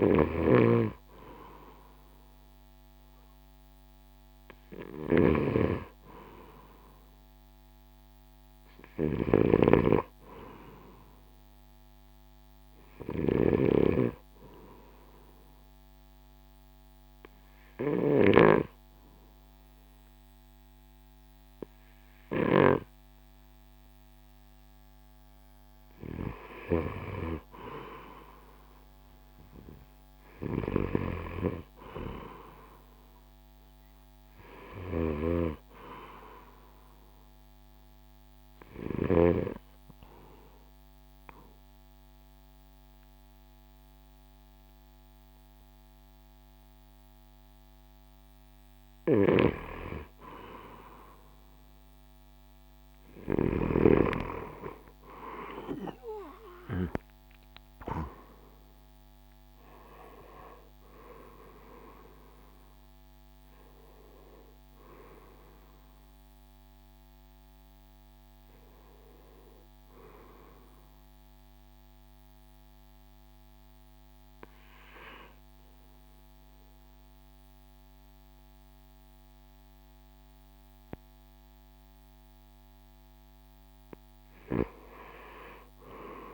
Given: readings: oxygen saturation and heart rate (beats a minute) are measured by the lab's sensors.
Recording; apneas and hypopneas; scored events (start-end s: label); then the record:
breathing in sleep by a microphone on the trachea; 2
0.00-23.00 s: snoring (device-marked)
15.50-26.50 s: hypopnea (oxygen 94% before, 89% lowest, heart rate 67 before, 64 extreme, up 10 after)
28.00-31.00 s: arousal
30.50-39.50 s: snoring (device-marked)
31.00-42.00 s: drop in pulse transit time (device-marked, heart rate 68 before, 70 extreme)
36.00-51.00 s: oxygen desaturation (device-marked, oxygen 94% before, 89% lowest, heart rate 68 before, 67 extreme)
41.00-51.00 s: obstructive apnea (oxygen 94% before, 88% lowest, heart rate 70 before, 67 extreme, up 10 after)
55.00-60.50 s: arousal
58.00-71.00 s: drop in pulse transit time (device-marked, heart rate 71 before, 73 extreme)
62.00-80.00 s: oxygen desaturation (device-marked, oxygen 96% before, 89% lowest, heart rate 72 before, 64 extreme)
From the record:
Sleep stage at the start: N2 (light sleep); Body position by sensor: on the right side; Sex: male